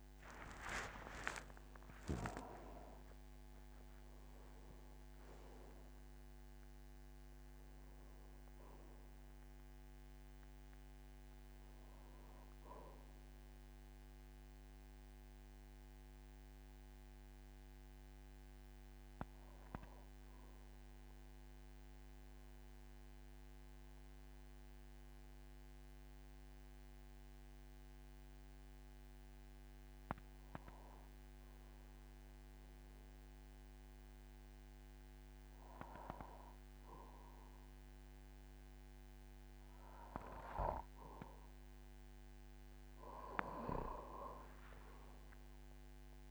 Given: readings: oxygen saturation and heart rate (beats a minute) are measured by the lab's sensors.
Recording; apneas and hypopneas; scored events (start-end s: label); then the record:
breathing in sleep by a microphone on the trachea; 1
0.00-4.00 s: tachycardia (device-marked, heart rate 110 extreme)
0.00-30.00 s: oxygen desaturation (device-marked, oxygen 93% lowest, heart rate 45 extreme)
1.00-3.00 s: long interval between heartbeats (device-marked, heart rate 54 before, 94 extreme)
20.50-37.50 s: mixed apnea (oxygen 98% before, 93% lowest, heart rate 72 before, 45 extreme, up 11 after)
42.50-46.31 s: arousal
From the record:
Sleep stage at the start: N2 (light sleep); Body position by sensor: on the back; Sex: male